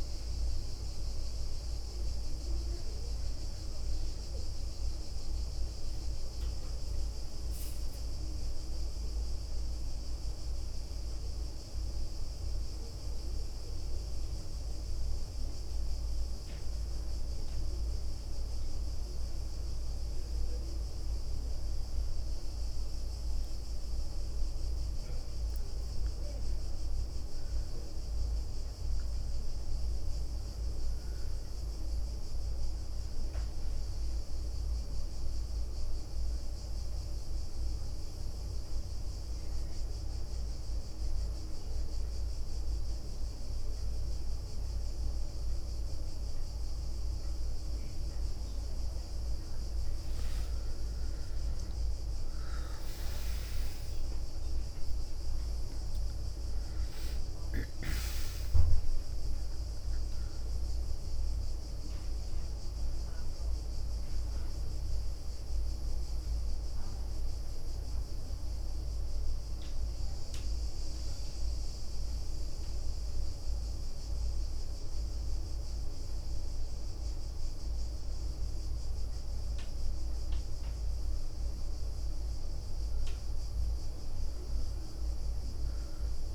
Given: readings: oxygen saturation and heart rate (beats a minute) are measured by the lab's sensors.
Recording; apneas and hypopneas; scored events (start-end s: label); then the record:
breathing in sleep, hard to hear, by a room microphone; 2
0.00-5.50 s: oxygen desaturation (device-marked, oxygen 94% lowest, heart rate 70 extreme)
3.00-24.50 s: obstructive apnea (oxygen 98% before, 92% lowest, heart rate 75 before, 69 extreme, up 2 after)
8.00-10.50 s: leg movement (device-marked)
11.00-13.00 s: leg movement (device-marked)
17.50-34.50 s: oxygen desaturation (device-marked, oxygen 98% before, 93% lowest, heart rate 71 before, 69 extreme)
18.50-22.50 s: leg movement (device-marked)
23.00-27.00 s: leg movement (device-marked)
25.50-29.00 s: arousal
28.00-30.50 s: leg movement (device-marked)
35.00-49.00 s: obstructive apnea (oxygen 98% before, 92% lowest, heart rate 76 before, 69 extreme, up 13 after)
35.50-44.00 s: leg movement (device-marked)
45.50-48.50 s: leg movement (device-marked)
50.50-55.00 s: arousal
54.50-75.50 s: oxygen desaturation (device-marked, oxygen 95% before, 92% lowest, heart rate 73 before, 69 extreme)
56.50-59.00 s: leg movement (device-marked)
66.00-67.50 s: leg movement (device-marked)
75.00-83.50 s: leg movement (device-marked)
From the record:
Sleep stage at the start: N1 (lightest sleep); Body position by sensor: on the back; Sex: female